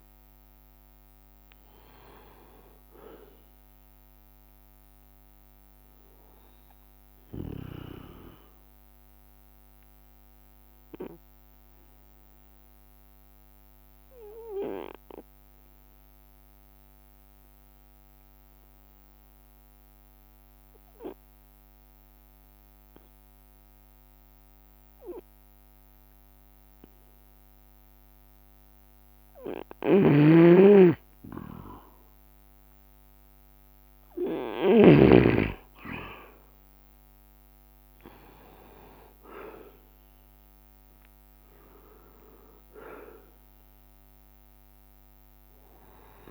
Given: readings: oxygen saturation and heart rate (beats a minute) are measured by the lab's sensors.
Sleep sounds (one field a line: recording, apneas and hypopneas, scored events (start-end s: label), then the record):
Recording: breathing in sleep by a microphone on the trachea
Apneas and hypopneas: 1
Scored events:
0.00-2.50 s: drop in pulse transit time (device-marked, heart rate 67 extreme)
0.00-17.50 s: oxygen desaturation (device-marked, oxygen 92% lowest, heart rate 64 extreme)
7.50-29.50 s: obstructive apnea (oxygen 97% before, 92% lowest, heart rate 69 before, 64 extreme, up 4 after)
30.00-35.50 s: snoring (device-marked)
32.50-46.31 s: drop in pulse transit time (device-marked, heart rate 66 before, 67 extreme)
33.50-37.00 s: arousal
37.00-44.00 s: leg movement (device-marked)
37.50-46.31 s: oxygen desaturation (device-marked, oxygen 97% before, 93% lowest, heart rate 66 before, 64 extreme)
From the record:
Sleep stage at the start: N2 (light sleep)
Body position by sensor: on the right side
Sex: male